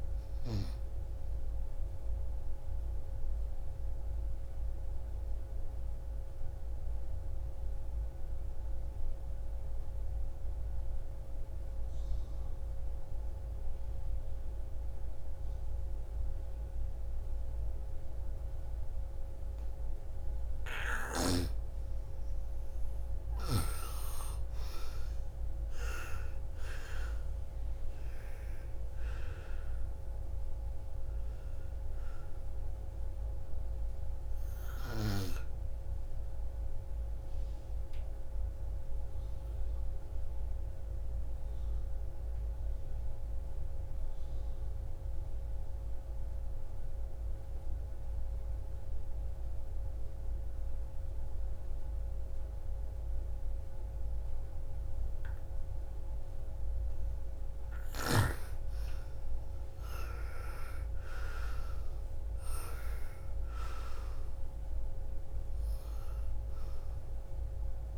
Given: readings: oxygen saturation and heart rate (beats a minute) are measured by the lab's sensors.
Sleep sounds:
breathing in sleep by a room microphone; 2
0.00-15.00 s: oxygen desaturation (device-marked, oxygen 84% lowest, heart rate 54 extreme)
2.00-20.00 s: obstructive apnea (oxygen 99% before, 84% lowest, heart rate 65 before, 54 extreme, up 11 after)
21.50-25.00 s: arousal
28.00-43.00 s: oxygen desaturation (device-marked, oxygen 98% before, 86% lowest, heart rate 56 before, 56 extreme)
39.50-56.50 s: obstructive apnea (oxygen 99% before, 86% lowest, heart rate 63 before, 55 extreme, up 13 after)
54.00-67.98 s: oxygen desaturation (device-marked, oxygen 99% before, 86% lowest, heart rate 58 before, 55 extreme)
58.00-62.00 s: arousal
From the record:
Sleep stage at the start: N2 (light sleep); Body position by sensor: on the right side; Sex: female

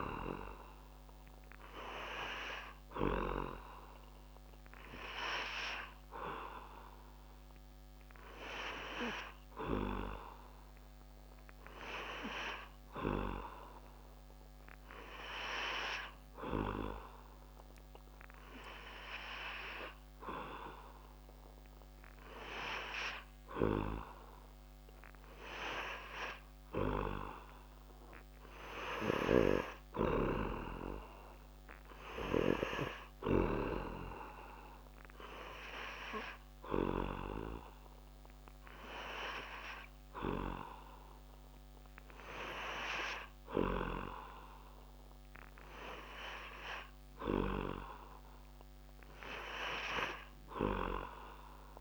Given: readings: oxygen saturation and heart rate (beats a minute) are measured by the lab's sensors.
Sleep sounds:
breathing in sleep by a microphone on the trachea; 1
4.50-22.50 s: hypopnea (oxygen 98% before, 95% lowest)
23.50-27.50 s: arousal
39.00-51.81 s: oxygen desaturation (device-marked, oxygen 99% before, 95% lowest)
From the record:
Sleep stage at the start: N3 (deep sleep); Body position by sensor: on the back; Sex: male

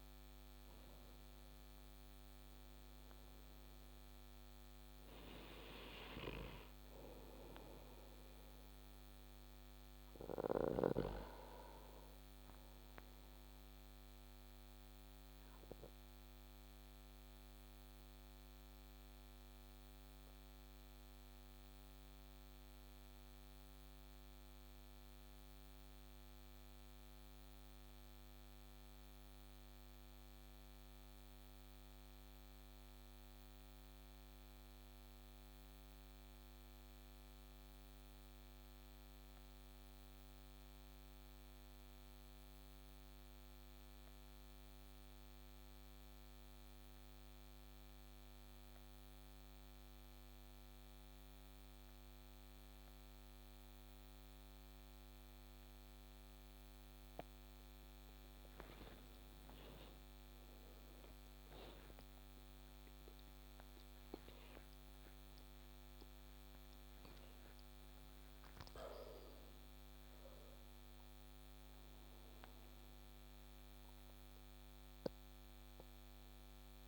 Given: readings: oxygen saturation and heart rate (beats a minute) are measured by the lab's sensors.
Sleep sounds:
breathing in sleep by a microphone on the trachea; 1
14.50-57.00 s: obstructive apnea (oxygen 96% before, 93% lowest)
59.50-66.00 s: arousal
62.00-76.88 s: oxygen desaturation (device-marked, oxygen 96% before, 93% lowest)
From the record:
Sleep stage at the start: N2 (light sleep); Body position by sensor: on the back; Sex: male

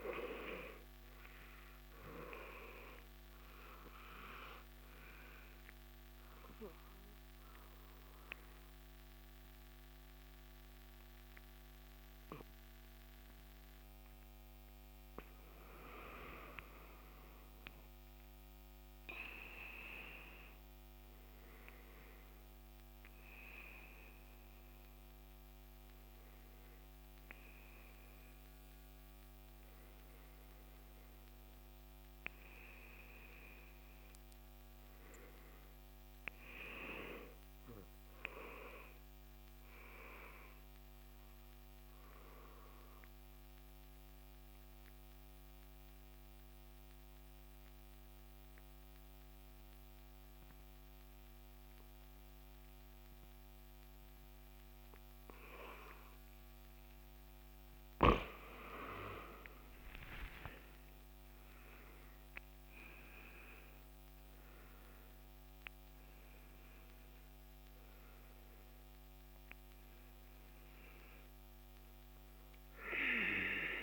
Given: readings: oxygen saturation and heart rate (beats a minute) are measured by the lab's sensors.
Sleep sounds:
breathing in sleep by a microphone on the trachea; 2
2.50-16.00 s: obstructive apnea (oxygen 99% before, 93% lowest, heart rate 72 before, 64 extreme, up 6 after)
15.50-23.50 s: oxygen desaturation (device-marked, oxygen 98% before, 93% lowest, heart rate 69 before, 66 extreme)
19.00-24.00 s: arousal
40.00-59.50 s: mixed apnea (oxygen 98% before, 91% lowest, heart rate 69 before, 65 extreme, up 10 after)
53.50-58.50 s: oxygen desaturation (device-marked, oxygen 97% before, 93% lowest, heart rate 67 before, 66 extreme)
60.50-64.50 s: arousal
From the record:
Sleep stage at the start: N2 (light sleep); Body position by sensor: on the back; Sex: male

